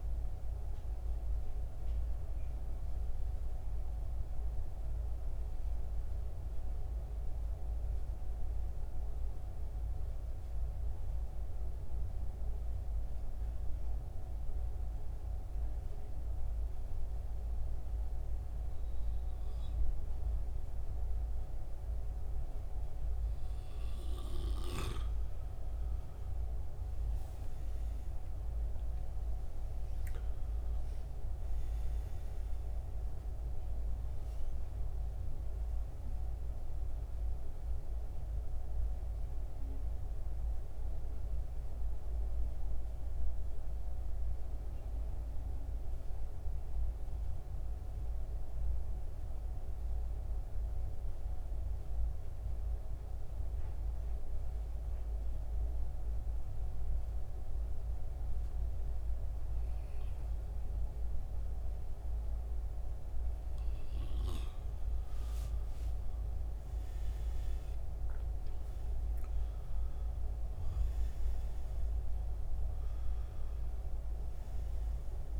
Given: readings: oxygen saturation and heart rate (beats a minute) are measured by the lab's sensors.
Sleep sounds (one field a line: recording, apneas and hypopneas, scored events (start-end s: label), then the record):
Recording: breathing in sleep, hard to hear, by a room microphone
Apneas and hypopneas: 2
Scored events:
6.00-23.00 s: mixed apnea (oxygen 92% before, 88% lowest, heart rate 75 before, 66 extreme, up 12 after)
25.00-29.00 s: arousal
38.00-60.00 s: oxygen desaturation (device-marked, oxygen 93% before, 88% lowest, heart rate 73 before, 65 extreme)
45.00-63.50 s: mixed apnea (oxygen 93% before, 87% lowest, heart rate 77 before, 65 extreme, up 14 after)
64.00-75.40 s: new sleep stage, N1 (lightest sleep)
64.50-70.00 s: arousal
From the record:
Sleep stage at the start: N2 (light sleep)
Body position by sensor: on the back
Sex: male